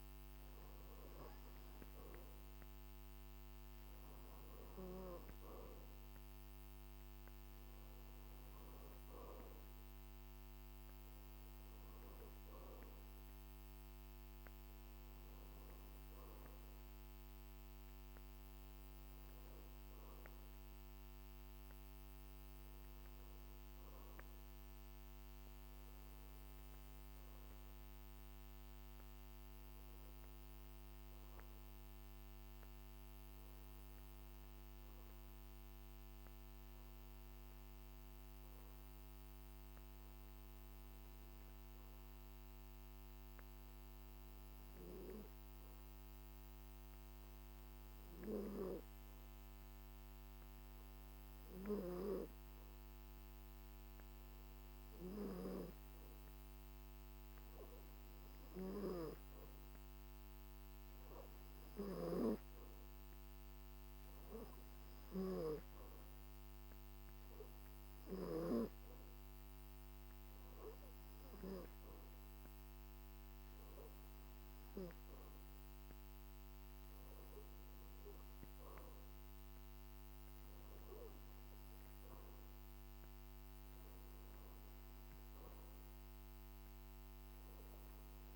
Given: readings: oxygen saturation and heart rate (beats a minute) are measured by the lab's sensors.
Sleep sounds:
breathing in sleep by a microphone on the trachea; 1
35.50-54.50 s: hypopnea (oxygen 95% before, 92% lowest, heart rate 50 before, 50 extreme, up 2 after)
57.50-61.50 s: arousal
From the record:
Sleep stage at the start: N2 (light sleep); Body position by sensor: on the back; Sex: male

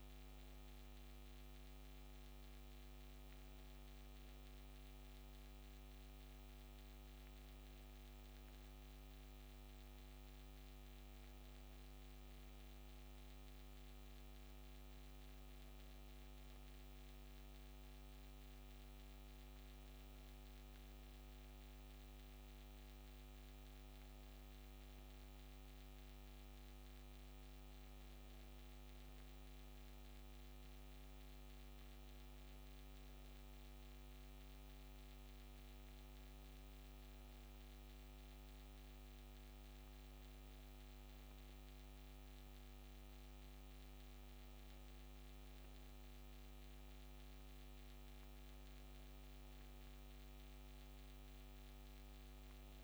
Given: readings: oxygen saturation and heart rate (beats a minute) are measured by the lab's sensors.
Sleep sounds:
breathing in sleep, hard to hear, by a microphone on the trachea; none
none scored
From the record:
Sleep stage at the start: N2 (light sleep); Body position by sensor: on the back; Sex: female

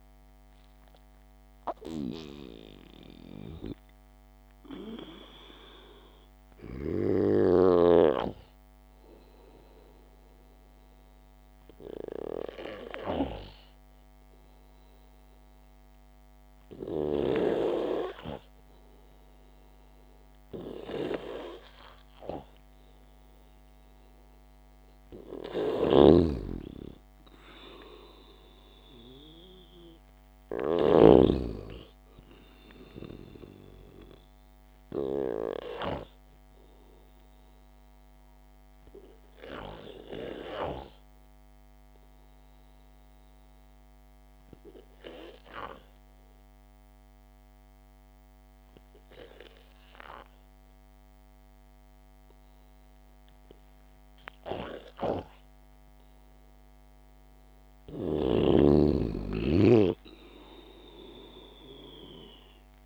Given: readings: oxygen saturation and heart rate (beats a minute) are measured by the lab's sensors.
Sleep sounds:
a person partly awake in a sleep study, by a microphone on the trachea; 2
3.00-11.00 s: oxygen desaturation (device-marked, oxygen 96% before, 93% lowest, heart rate 80 before, 56 extreme)
5.00-62.86 s: new sleep stage, N2 (light sleep)
11.50-24.00 s: hypopnea (oxygen 96% before, 93% lowest, heart rate 91 before, 56 extreme, up 2 after)
26.00-30.00 s: arousal
26.00-31.50 s: snoring (device-marked)
27.00-41.00 s: oxygen desaturation (device-marked, oxygen 98% before, 94% lowest, heart rate 67 before, 54 extreme)
39.50-56.00 s: obstructive apnea (oxygen 98% before, 91% lowest, heart rate 60 before, 52 extreme, up 2 after)
58.50-62.50 s: arousal
From the record:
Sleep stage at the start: awake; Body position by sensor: on the back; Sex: male

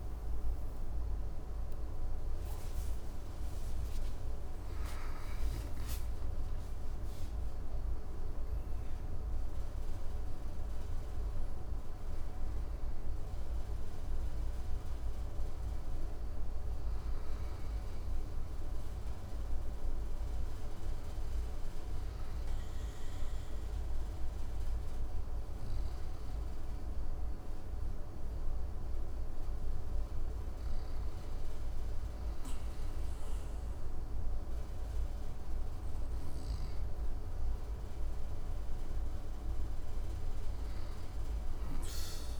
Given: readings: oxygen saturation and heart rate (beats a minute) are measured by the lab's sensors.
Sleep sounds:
a person partly awake in a sleep study, hard to hear, by a room microphone; none
18.00-42.40 s: new sleep stage, N2 (light sleep)
From the record:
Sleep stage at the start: awake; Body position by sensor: on the back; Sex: male

